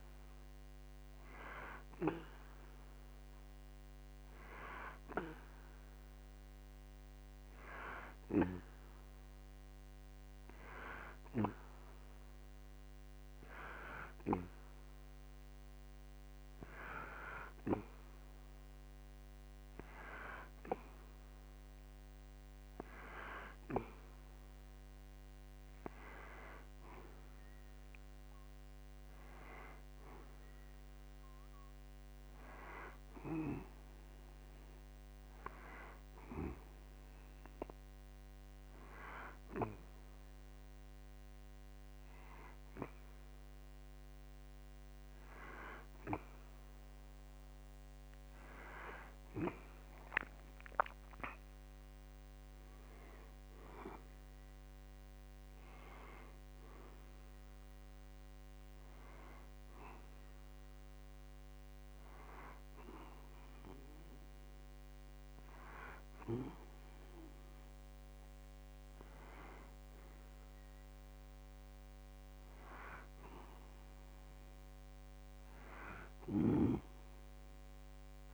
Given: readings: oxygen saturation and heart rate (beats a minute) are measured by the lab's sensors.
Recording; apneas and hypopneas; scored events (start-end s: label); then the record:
breathing in sleep by a microphone on the trachea; 1
37.50-48.50 s: hypopnea (oxygen 91% before, 90% lowest, heart rate 63 before, 60 extreme, up 6 after)
51.00-55.50 s: arousal
From the record:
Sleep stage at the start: N2 (light sleep); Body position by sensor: on the back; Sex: male